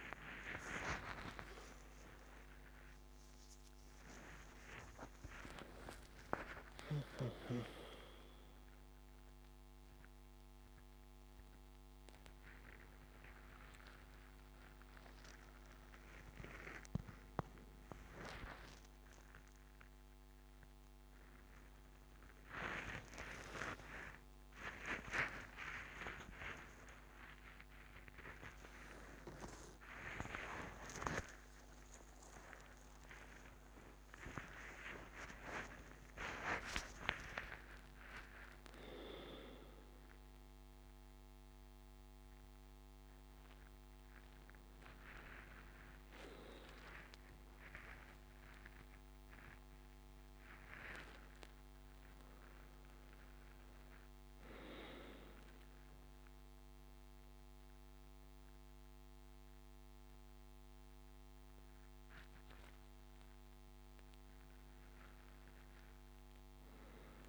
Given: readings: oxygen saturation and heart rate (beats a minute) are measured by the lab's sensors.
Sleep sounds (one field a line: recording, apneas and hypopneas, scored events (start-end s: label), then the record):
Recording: a person awake in a sleep study, by a microphone on the trachea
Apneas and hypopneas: none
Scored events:
0.00-10.00 s: oxygen desaturation (device-marked, oxygen 93% lowest, heart rate 73 extreme)
From the record:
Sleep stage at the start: awake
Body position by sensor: on the right side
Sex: male